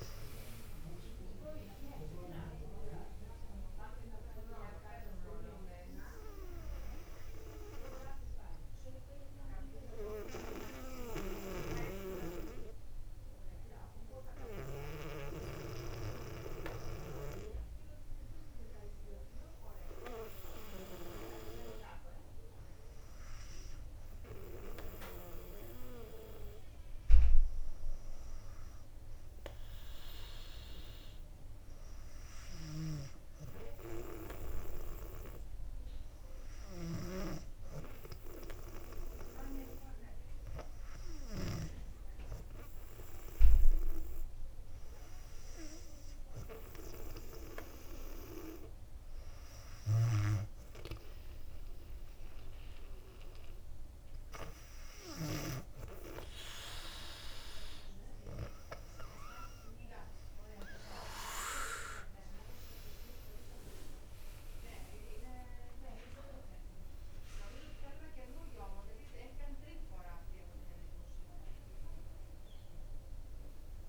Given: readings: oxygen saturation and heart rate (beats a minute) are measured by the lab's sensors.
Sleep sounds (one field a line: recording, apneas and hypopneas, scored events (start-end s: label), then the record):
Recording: breathing in sleep by a room microphone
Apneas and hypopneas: 1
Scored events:
0.00-4.50 s: arousal
4.00-18.00 s: drop in pulse transit time (device-marked, heart rate 62 before, 59 extreme)
27.50-30.50 s: arousal
33.50-59.00 s: hypopnea (oxygen 98% before, 95% lowest, heart rate 61 before, 61 extreme, up 4 after)
63.00-67.50 s: arousal
72.00-73.89 s: new sleep stage, N1 (lightest sleep)
From the record:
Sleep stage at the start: N2 (light sleep)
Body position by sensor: on the back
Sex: female